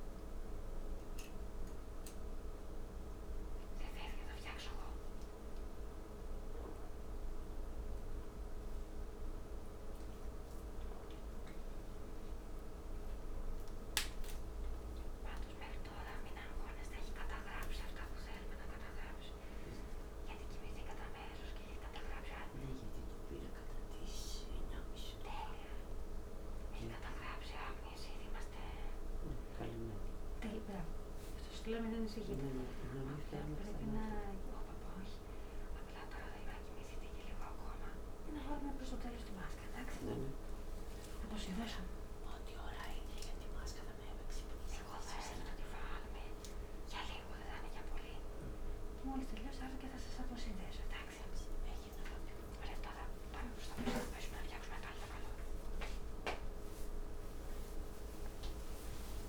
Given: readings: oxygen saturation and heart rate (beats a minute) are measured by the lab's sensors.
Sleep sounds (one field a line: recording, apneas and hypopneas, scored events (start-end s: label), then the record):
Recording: a person awake in a sleep study, by a room microphone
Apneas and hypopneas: none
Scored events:
none scored
From the record:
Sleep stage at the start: awake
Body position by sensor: on the back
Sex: female